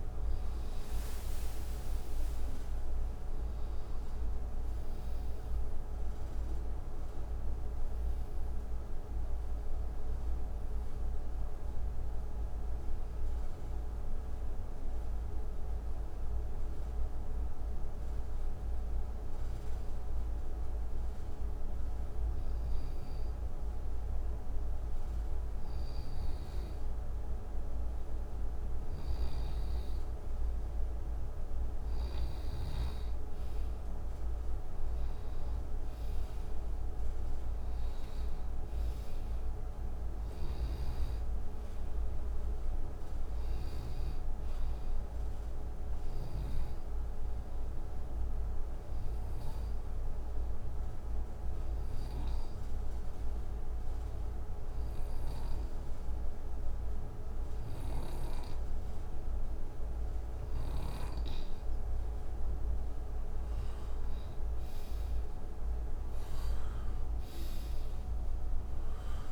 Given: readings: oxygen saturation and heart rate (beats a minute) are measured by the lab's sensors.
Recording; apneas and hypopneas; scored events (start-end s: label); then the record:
breathing in sleep, hard to hear, by a room microphone; 2
0.00-3.50 s: arousal
0.00-17.50 s: oxygen desaturation (device-marked, oxygen 90% lowest, heart rate 60 extreme)
14.00-28.00 s: obstructive apnea (oxygen 93% before, 89% lowest, heart rate 71 before, 62 extreme, up 5 after)
29.50-32.50 s: arousal
31.50-49.50 s: oxygen desaturation (device-marked, oxygen 94% before, 90% lowest, heart rate 63 before, 64 extreme)
46.00-61.00 s: obstructive apnea (oxygen 94% before, 89% lowest, heart rate 66 before, 64 extreme, up 4 after)
63.00-66.50 s: arousal
From the record:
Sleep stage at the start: N2 (light sleep); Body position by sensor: on the back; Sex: male